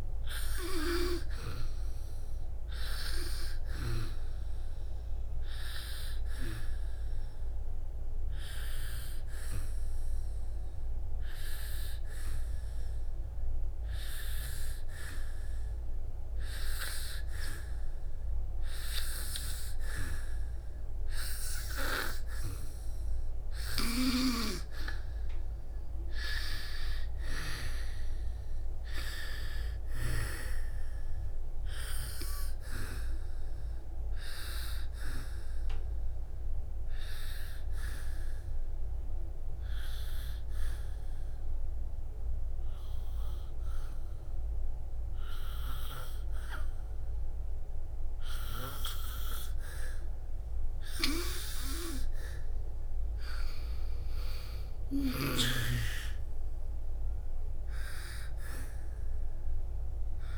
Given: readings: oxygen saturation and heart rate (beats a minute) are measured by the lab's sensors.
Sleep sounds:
breathing in sleep by a room microphone; 2
3.50-24.50 s: oxygen desaturation (device-marked, oxygen 98% before, 92% lowest, heart rate 66 before, 61 extreme)
9.00-20.00 s: obstructive apnea (oxygen 98% before, 92% lowest, heart rate 68 before, 61 extreme, up 5 after)
26.50-29.50 s: arousal
37.50-52.50 s: hypopnea (oxygen 97% before, 92% lowest, heart rate 69 before, 61 extreme, up 9 after)
54.00-57.00 s: arousal
From the record:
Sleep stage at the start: N2 (light sleep); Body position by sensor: on the back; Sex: female

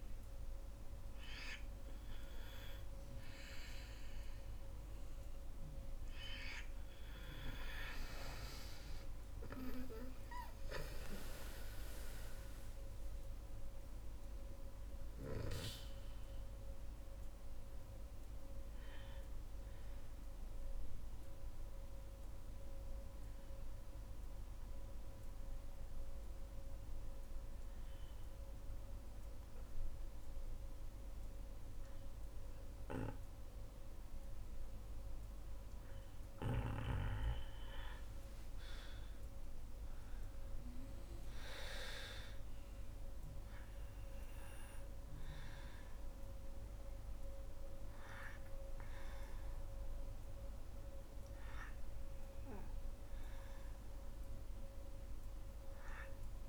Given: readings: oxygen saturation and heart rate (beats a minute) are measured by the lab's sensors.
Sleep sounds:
breathing in sleep by a room microphone; 1
8.50-13.00 s: arousal
20.50-34.00 s: obstructive apnea (oxygen 93% before, 88% lowest, heart rate 75 before, 64 extreme, up 9 after)
35.50-38.50 s: arousal
37.50-56.49 s: oxygen desaturation (device-marked, oxygen 99% before, 88% lowest, heart rate 68 before, 64 extreme)
From the record:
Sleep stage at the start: N2 (light sleep); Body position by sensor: on the right side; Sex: female

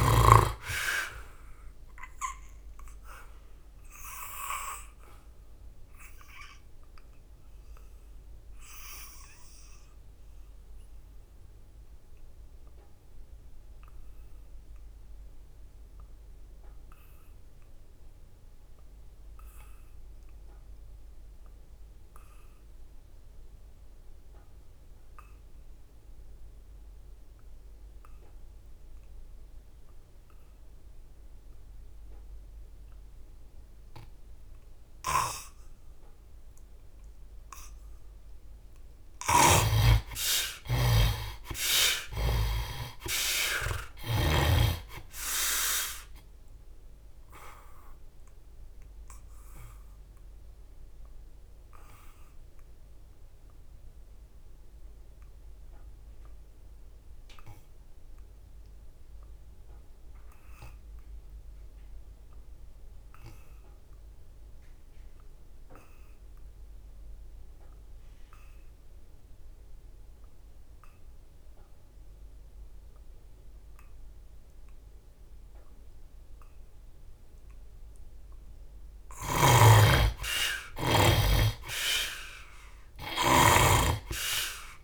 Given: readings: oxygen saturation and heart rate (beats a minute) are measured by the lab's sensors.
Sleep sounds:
breathing in sleep by a room microphone; 2
0.00-18.50 s: oxygen desaturation (device-marked, oxygen 60% lowest, heart rate 65 extreme)
2.00-36.50 s: obstructive apnea (oxygen 89% before, 59% lowest, heart rate 72 before, 65 extreme, up 21 after)
30.50-56.50 s: oxygen desaturation (device-marked, oxygen 90% before, 59% lowest, heart rate 67 before, 69 extreme)
34.50-42.00 s: snoring (device-marked)
39.50-43.50 s: arousal
47.50-77.00 s: obstructive apnea (oxygen 90% before, 56% lowest, heart rate 79 before, 69 extreme, up 18 after)
66.50-84.84 s: oxygen desaturation (device-marked, oxygen 97% before, 61% lowest, heart rate 77 before, 70 extreme)
78.50-83.00 s: snoring (device-marked)
79.50-82.50 s: arousal
From the record:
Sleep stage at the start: N2 (light sleep); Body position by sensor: on the back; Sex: male

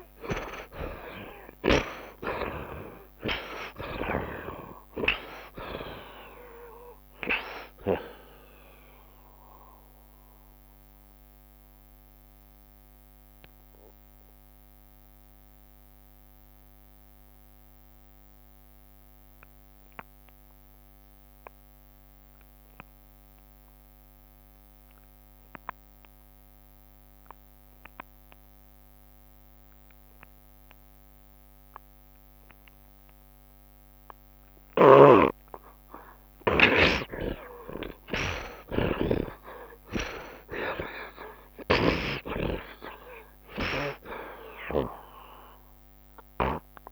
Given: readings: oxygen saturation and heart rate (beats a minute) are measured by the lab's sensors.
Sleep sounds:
breathing in sleep by a microphone on the trachea; 1
0.00-5.50 s: oxygen desaturation (device-marked, oxygen 48% lowest, heart rate 72 extreme)
7.50-23.50 s: oxygen desaturation (device-marked, oxygen 51% before, 43% lowest, heart rate 81 before, 76 extreme)
8.50-34.50 s: mixed apnea (oxygen 52% before, 43% lowest, heart rate 81 before, 48 extreme, up 6 after)
25.50-46.91 s: oxygen desaturation (device-marked, oxygen 87% before, 48% lowest)
36.50-40.00 s: arousal
45.00-46.91 s: long interval between heartbeats (device-marked, heart rate 80 before, 85 extreme)
From the record:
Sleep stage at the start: N2 (light sleep); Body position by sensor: on the right side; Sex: male

